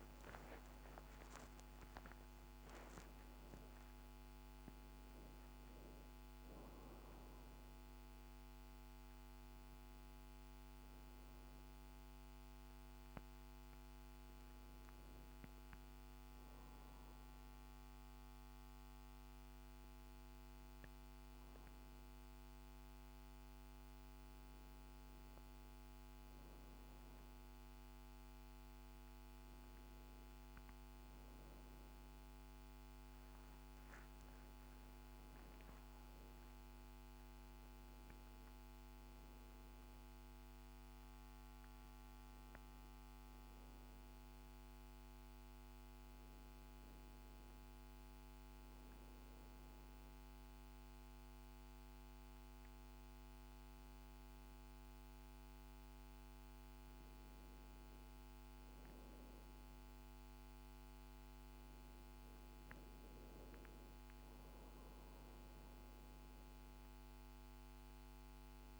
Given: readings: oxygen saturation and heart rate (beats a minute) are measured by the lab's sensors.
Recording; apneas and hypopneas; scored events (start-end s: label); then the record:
a person awake in a sleep study, hard to hear, by a microphone on the trachea; none
13.50-21.50 s: oxygen desaturation (device-marked, oxygen 96% before, 93% lowest, heart rate 96 before, 53 extreme)
From the record:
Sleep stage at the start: awake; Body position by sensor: on the back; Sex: female